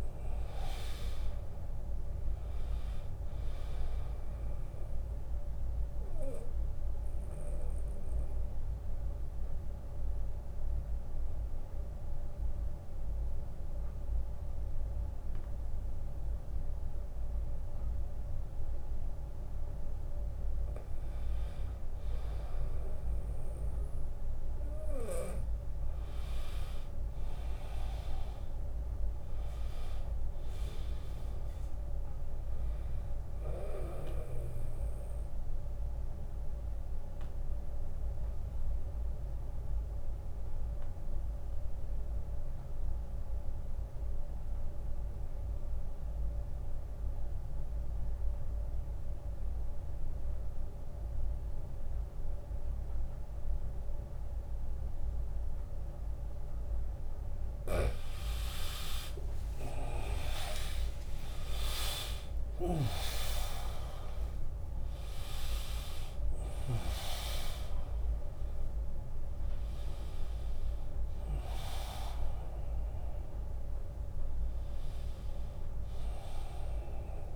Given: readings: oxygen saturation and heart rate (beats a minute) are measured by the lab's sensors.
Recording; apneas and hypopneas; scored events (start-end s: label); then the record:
breathing in sleep by a room microphone; 2
0.50-10.50 s: drop in pulse transit time (device-marked, heart rate 68 before, 64 extreme)
1.00-3.00 s: long interval between heartbeats (device-marked, heart rate 68 before, 79 extreme)
4.00-19.50 s: obstructive apnea (oxygen 99% before, 90% lowest, heart rate 68 before, 61 extreme, up 20 after)
4.50-6.50 s: long interval between heartbeats (device-marked, heart rate 67 before, 64 extreme)
7.50-9.50 s: long interval between heartbeats (device-marked, heart rate 66 before, 64 extreme)
7.50-21.50 s: oxygen desaturation (device-marked, oxygen 98% before, 92% lowest, heart rate 66 before, 61 extreme)
16.00-18.00 s: long interval between heartbeats (device-marked, heart rate 66 before, 67 extreme)
23.00-26.50 s: arousal
24.00-26.00 s: long interval between heartbeats (device-marked, heart rate 65 before, 81 extreme)
27.00-29.00 s: long interval between heartbeats (device-marked, heart rate 67 before, 76 extreme)
27.50-39.50 s: drop in pulse transit time (device-marked, heart rate 68 before, 64 extreme)
29.50-51.50 s: oxygen desaturation (device-marked, oxygen 99% before, 93% lowest, heart rate 69 before, 72 extreme)
34.00-56.50 s: obstructive apnea (oxygen 99% before, 86% lowest, heart rate 69 before, 72 extreme, up 9 after)
48.50-50.50 s: long interval between heartbeats (device-marked, heart rate 79 before, 79 extreme)
57.00-66.50 s: snoring (device-marked)
58.50-63.00 s: arousal
58.50-77.36 s: oxygen desaturation (device-marked, oxygen 98% before, 86% lowest, heart rate 82 before, 77 extreme)
63.50-77.36 s: drop in pulse transit time (device-marked, heart rate 80 before, 84 extreme)
From the record:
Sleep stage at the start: N2 (light sleep); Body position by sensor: on the back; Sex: male